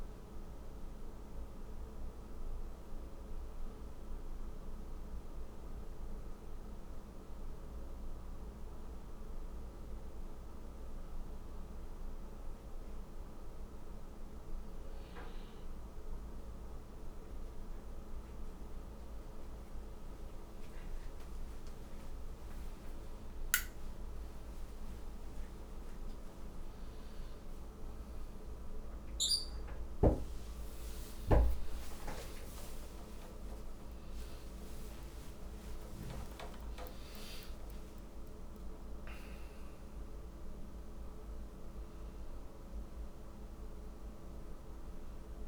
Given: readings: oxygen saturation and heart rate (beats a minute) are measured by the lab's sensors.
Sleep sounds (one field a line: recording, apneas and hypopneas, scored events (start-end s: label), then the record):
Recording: breathing in sleep, hard to hear, by a room microphone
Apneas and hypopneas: none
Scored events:
30.50-38.50 s: arousal
From the record:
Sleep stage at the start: N1 (lightest sleep)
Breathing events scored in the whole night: 366 in 5.9 hours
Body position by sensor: on the right side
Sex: male